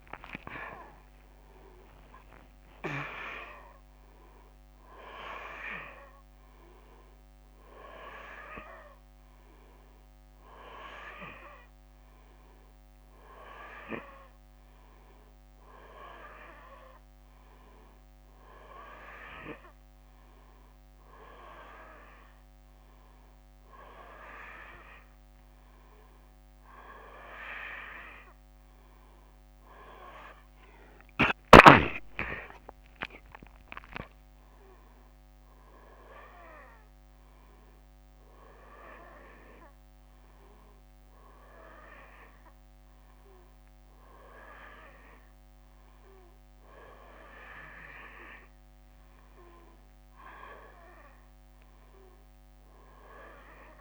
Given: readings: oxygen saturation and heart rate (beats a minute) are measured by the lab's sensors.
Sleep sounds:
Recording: a person awake in a sleep study, by a microphone on the trachea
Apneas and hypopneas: none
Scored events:
none scored
From the record:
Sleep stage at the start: awake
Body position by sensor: on the back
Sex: male

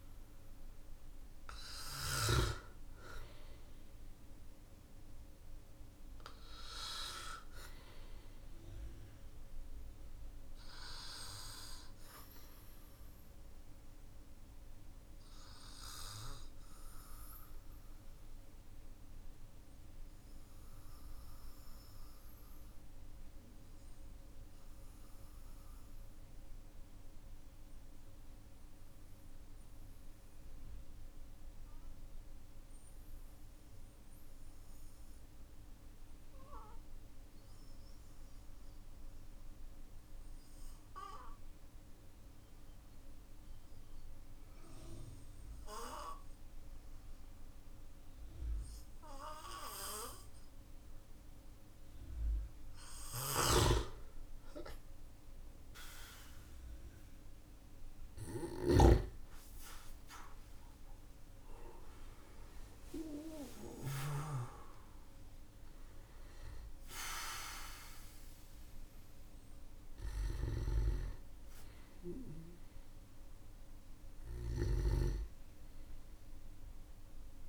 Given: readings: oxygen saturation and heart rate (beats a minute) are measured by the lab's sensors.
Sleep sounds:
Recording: breathing in sleep by a room microphone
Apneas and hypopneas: 1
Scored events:
0.00-2.00 s: snoring (device-marked)
0.00-29.00 s: oxygen desaturation (device-marked, oxygen 93% lowest, heart rate 43 extreme)
14.50-54.50 s: obstructive apnea (oxygen 98% before, 92% lowest, heart rate 53 before, 46 extreme, up 7 after)
52.50-63.50 s: snoring (device-marked)
56.00-60.00 s: arousal
64.00-77.49 s: oxygen desaturation (device-marked, oxygen 97% before, 92% lowest, heart rate 56 before, 45 extreme)
69.50-74.00 s: snoring (device-marked)
From the record:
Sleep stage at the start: N2 (light sleep)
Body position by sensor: on the back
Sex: male

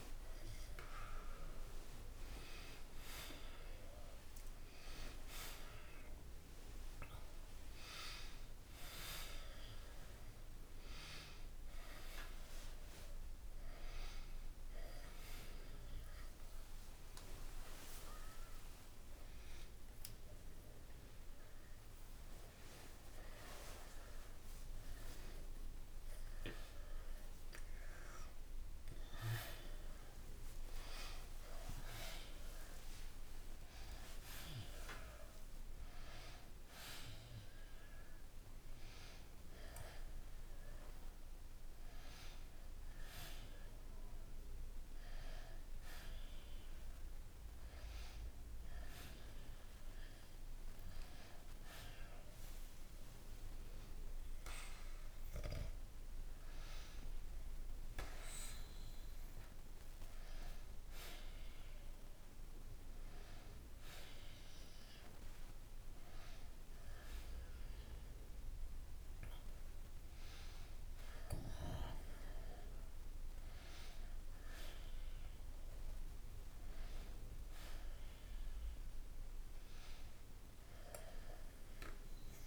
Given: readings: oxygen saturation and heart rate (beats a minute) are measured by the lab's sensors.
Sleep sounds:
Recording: a person awake in a sleep study, by a room microphone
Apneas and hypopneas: none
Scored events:
none scored
From the record:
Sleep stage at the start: awake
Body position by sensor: on the back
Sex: male

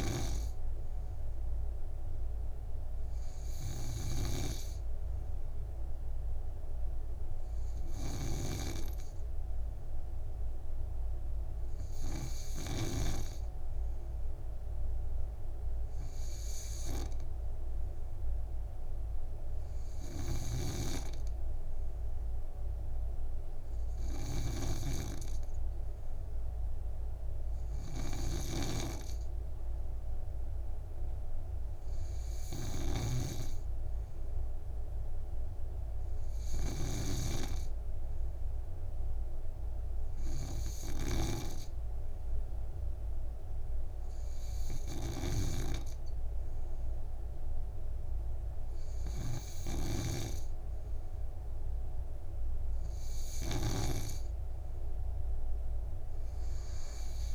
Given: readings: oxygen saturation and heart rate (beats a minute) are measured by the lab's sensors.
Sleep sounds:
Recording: breathing in sleep by a room microphone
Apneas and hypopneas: none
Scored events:
0.00-13.50 s: snoring (device-marked)
21.00-54.50 s: snoring (device-marked)
From the record:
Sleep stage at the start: N2 (light sleep)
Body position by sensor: on the back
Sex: male

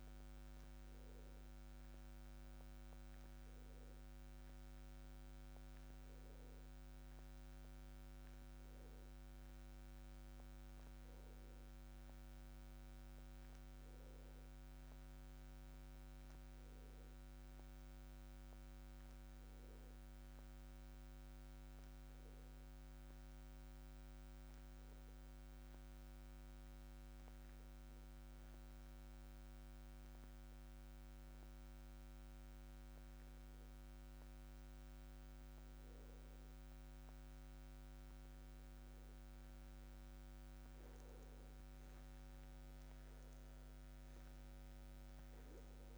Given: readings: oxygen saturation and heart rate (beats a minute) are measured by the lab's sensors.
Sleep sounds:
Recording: breathing in sleep, hard to hear, by a microphone on the trachea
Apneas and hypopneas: 1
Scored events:
16.00-20.50 s: arousal
23.50-34.50 s: hypopnea (oxygen 95% before, 92% lowest)
From the record:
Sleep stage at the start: N1 (lightest sleep)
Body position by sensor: on the back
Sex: male

